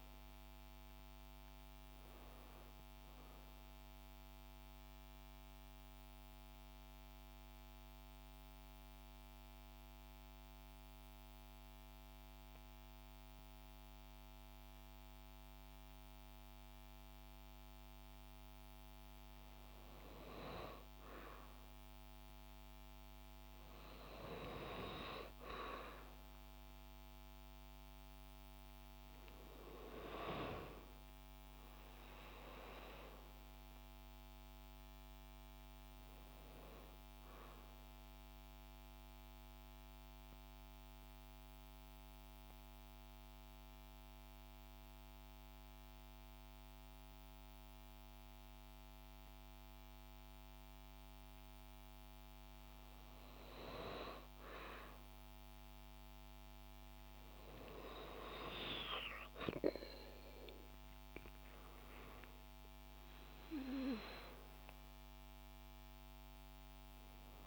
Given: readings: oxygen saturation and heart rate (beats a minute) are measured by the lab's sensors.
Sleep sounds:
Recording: breathing in sleep by a microphone on the trachea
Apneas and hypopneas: 2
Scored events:
4.00-19.00 s: central apnea (oxygen 95% before, 92% lowest, heart rate 59 before, 50 extreme, up 6 after)
22.00-26.00 s: arousal
27.00-37.00 s: oxygen desaturation (device-marked, oxygen 97% before, 92% lowest, heart rate 53 before, 53 extreme)
38.00-53.00 s: obstructive apnea (oxygen 97% before, 92% lowest, heart rate 57 before, 51 extreme, up 4 after)
55.00-58.00 s: arousal
58.00-67.47 s: oxygen desaturation (device-marked, oxygen 96% before, 92% lowest, heart rate 55 before, 51 extreme)
From the record:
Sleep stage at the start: N2 (light sleep)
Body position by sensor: on the back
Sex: female

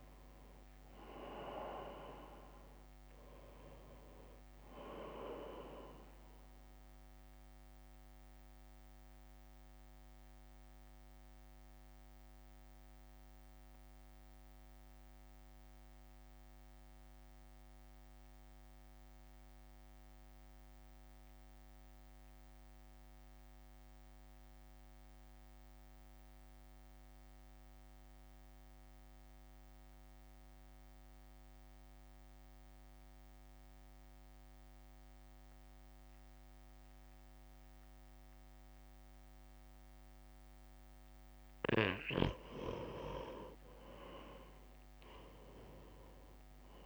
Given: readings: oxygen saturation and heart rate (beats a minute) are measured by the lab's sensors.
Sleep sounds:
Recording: breathing in sleep by a microphone on the trachea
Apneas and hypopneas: 1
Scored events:
0.00-13.00 s: drop in pulse transit time (device-marked, heart rate 53 extreme)
0.00-27.00 s: oxygen desaturation (device-marked, oxygen 87% lowest, heart rate 53 extreme)
7.50-40.00 s: mixed apnea (oxygen 98% before, 87% lowest, heart rate 60 before, 49 extreme, up 4 after)
42.00-46.86 s: oxygen desaturation (device-marked, oxygen 98% before, 89% lowest, heart rate 61 before, 49 extreme)
45.00-46.86 s: arousal
From the record:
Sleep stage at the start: N2 (light sleep)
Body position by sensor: on the right side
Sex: male

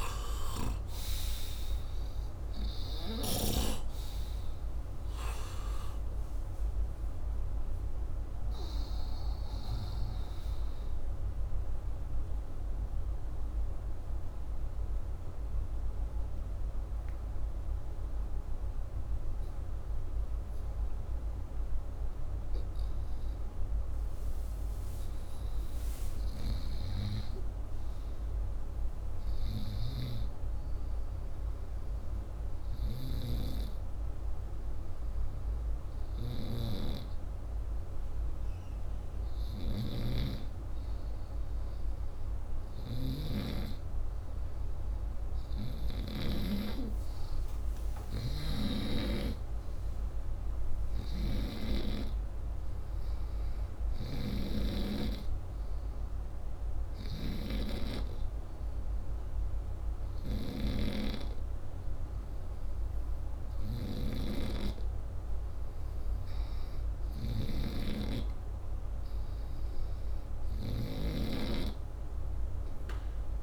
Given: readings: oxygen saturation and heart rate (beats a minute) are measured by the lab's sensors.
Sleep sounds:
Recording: breathing in sleep by a room microphone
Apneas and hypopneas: 1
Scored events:
0.00-1.00 s: arousal
9.50-26.50 s: oxygen desaturation (device-marked, oxygen 96% before, 88% lowest, heart rate 74 before, 63 extreme)
11.00-24.00 s: obstructive apnea (oxygen 99% before, 88% lowest, heart rate 75 before, 63 extreme, up 7 after)
25.50-30.00 s: arousal
39.50-46.50 s: snoring (device-marked)
45.50-70.50 s: oxygen desaturation (device-marked, oxygen 97% before, 92% lowest, heart rate 67 before, 65 extreme)
70.50-73.43 s: snoring (device-marked)
From the record:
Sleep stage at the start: N2 (light sleep)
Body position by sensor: upright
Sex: male

